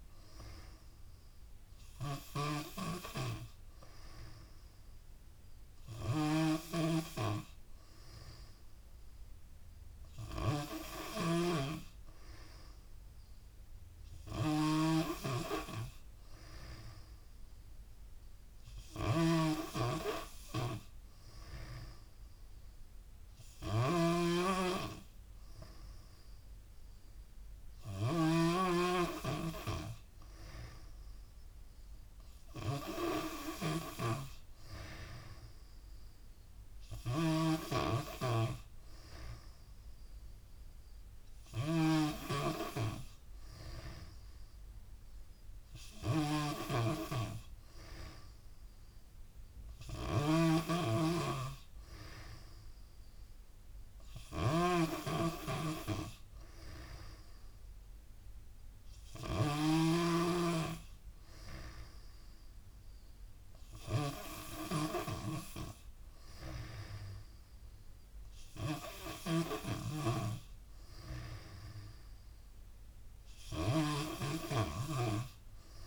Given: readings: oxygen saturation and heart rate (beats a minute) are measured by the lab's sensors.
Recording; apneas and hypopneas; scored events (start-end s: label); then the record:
breathing in sleep by a room microphone; none
0.00-75.87 s: snoring (device-marked)
From the record:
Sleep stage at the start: N3 (deep sleep); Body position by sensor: on the back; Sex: female